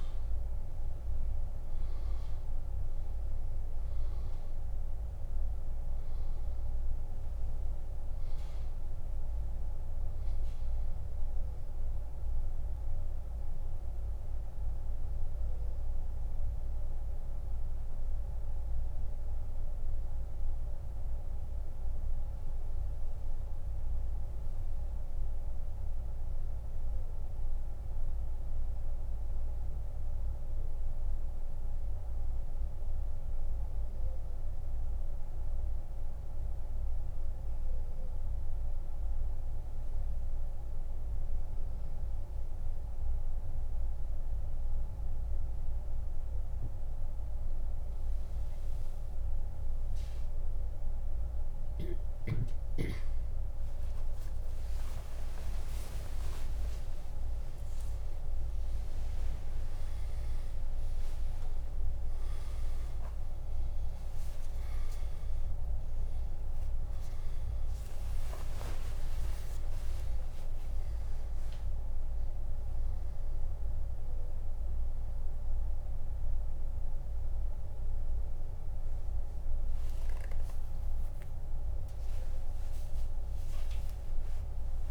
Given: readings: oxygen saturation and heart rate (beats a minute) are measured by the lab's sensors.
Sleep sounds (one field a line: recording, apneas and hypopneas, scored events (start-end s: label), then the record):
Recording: breathing in sleep, hard to hear, by a room microphone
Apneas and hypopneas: 1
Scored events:
12.00-46.00 s: central apnea (oxygen 97% before, 88% lowest, heart rate 85 before, 64 extreme, up 12 after)
22.00-47.00 s: oxygen desaturation (device-marked, oxygen 96% before, 90% lowest, heart rate 85 before, 64 extreme)
55.50-60.00 s: arousal
67.00-82.00 s: oxygen desaturation (device-marked, oxygen 97% before, 91% lowest, heart rate 121 before, 74 extreme)
68.00-84.91 s: new sleep stage, N1 (lightest sleep)
81.50-84.91 s: arousal
From the record:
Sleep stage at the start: N2 (light sleep)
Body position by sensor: on the back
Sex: male